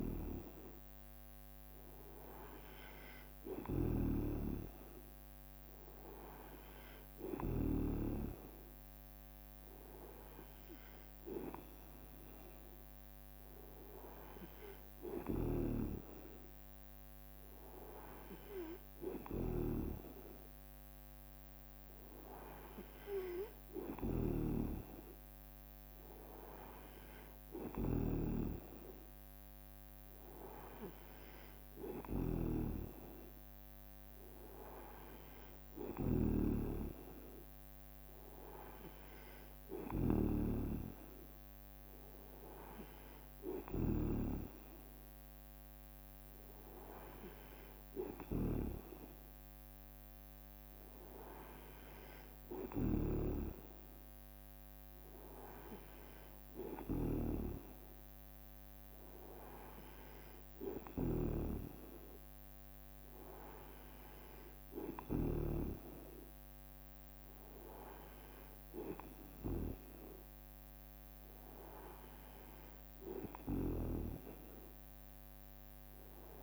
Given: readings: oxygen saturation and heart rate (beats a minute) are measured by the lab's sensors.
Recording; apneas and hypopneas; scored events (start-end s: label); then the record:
breathing in sleep by a microphone on the trachea; none
0.00-1.50 s: leg movement (device-marked)
4.00-8.50 s: snoring (device-marked)
15.50-25.00 s: snoring (device-marked)
32.50-44.50 s: snoring (device-marked)
61.50-66.00 s: snoring (device-marked)
From the record:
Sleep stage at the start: N2 (light sleep); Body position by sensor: on the right side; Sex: male